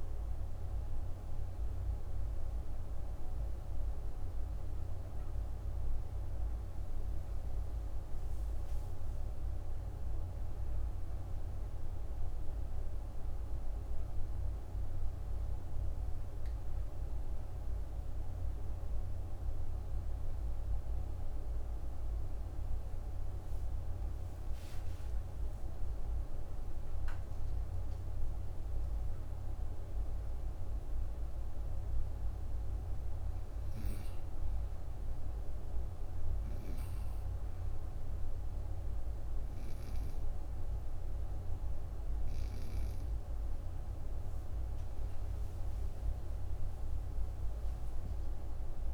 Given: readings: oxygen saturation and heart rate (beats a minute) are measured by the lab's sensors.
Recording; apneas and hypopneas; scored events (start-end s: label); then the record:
breathing in sleep, hard to hear, by a room microphone; 1
0.50-23.50 s: obstructive apnea (oxygen 97% before, 93% lowest)
24.50-29.50 s: arousal
26.00-48.94 s: oxygen desaturation (device-marked, oxygen 99% before, 94% lowest)
From the record:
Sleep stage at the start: N2 (light sleep); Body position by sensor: on the right side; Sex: female